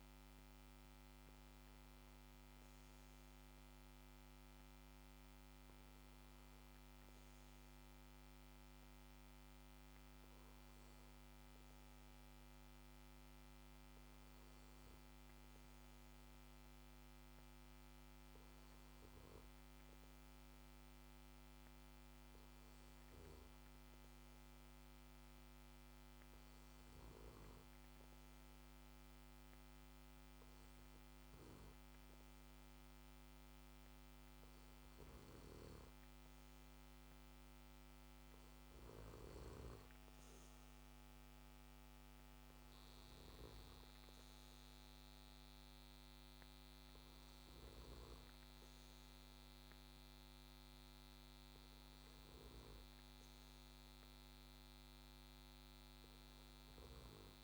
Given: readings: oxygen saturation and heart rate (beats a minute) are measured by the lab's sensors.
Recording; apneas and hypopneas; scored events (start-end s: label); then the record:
breathing in sleep, hard to hear, by a microphone on the trachea; none
none scored
From the record:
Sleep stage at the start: N2 (light sleep); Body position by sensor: on the back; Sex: male